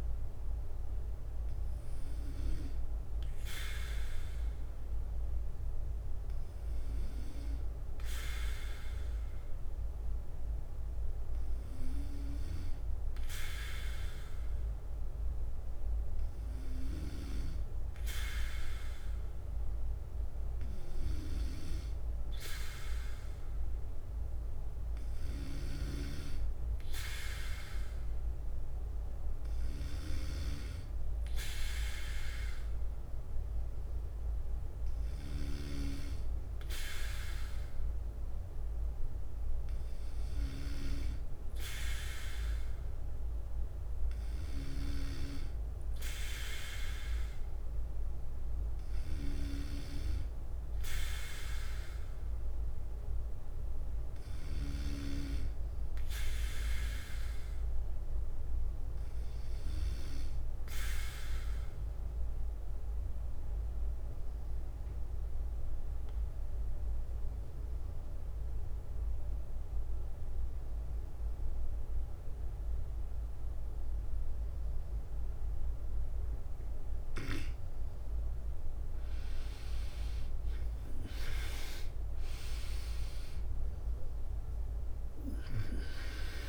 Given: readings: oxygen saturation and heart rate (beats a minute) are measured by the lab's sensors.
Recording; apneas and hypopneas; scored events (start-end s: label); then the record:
breathing in sleep by a room microphone; 1
0.00-79.50 s: bradycardia (device-marked, heart rate 52 extreme)
53.50-57.00 s: arousal
61.00-76.00 s: obstructive apnea (oxygen 94% before, 89% lowest, heart rate 58 before, 52 extreme, up 13 after)
65.50-73.50 s: drop in pulse transit time (device-marked, heart rate 58 before, 54 extreme)
81.00-85.50 s: arousal
84.50-86.49 s: drop in pulse transit time (device-marked, heart rate 56 before, 56 extreme)
From the record:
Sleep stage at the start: N2 (light sleep); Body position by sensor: on the back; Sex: male